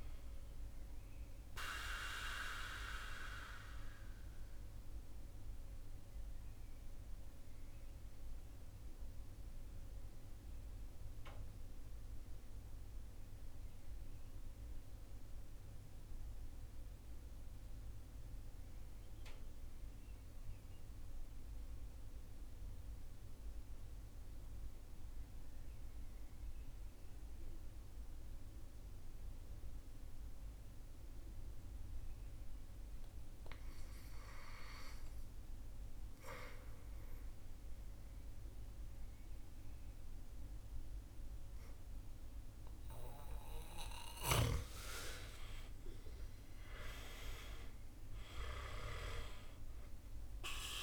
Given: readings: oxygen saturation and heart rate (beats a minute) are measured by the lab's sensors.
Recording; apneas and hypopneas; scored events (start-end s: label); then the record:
breathing in sleep by a room microphone; 1
0.00-22.00 s: oxygen desaturation (device-marked, oxygen 81% lowest, heart rate 50 extreme)
1.50-43.50 s: obstructive apnea (oxygen 99% before, 81% lowest, heart rate 63 before, 50 extreme, up 18 after)
13.00-50.83 s: new sleep stage, REM sleep
44.00-50.83 s: oxygen desaturation (device-marked, oxygen 97% before, 81% lowest, heart rate 56 before, 52 extreme)
44.50-49.50 s: arousal
From the record:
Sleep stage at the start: N2 (light sleep); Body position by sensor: on the right side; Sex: male